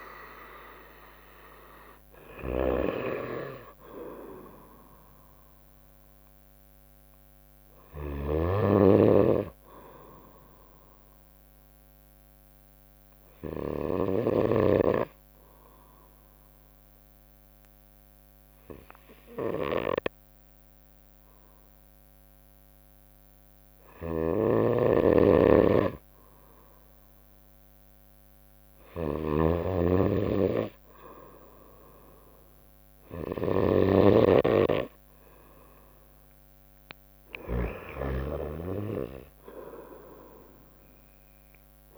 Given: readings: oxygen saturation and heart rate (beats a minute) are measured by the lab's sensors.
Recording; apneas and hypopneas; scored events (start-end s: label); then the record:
breathing in sleep by a microphone on the trachea; 1
0.00-7.00 s: drop in pulse transit time (device-marked, heart rate 66 extreme)
0.00-15.00 s: oxygen desaturation (device-marked, oxygen 85% lowest, heart rate 62 extreme)
2.00-8.00 s: snoring (device-marked)
11.00-27.50 s: obstructive apnea (oxygen 91% before, 88% lowest, heart rate 70 before, 61 extreme, up 2 after)
24.00-41.98 s: snoring (device-marked)
31.00-36.00 s: arousal
From the record:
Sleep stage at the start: N2 (light sleep); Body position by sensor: on the right side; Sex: female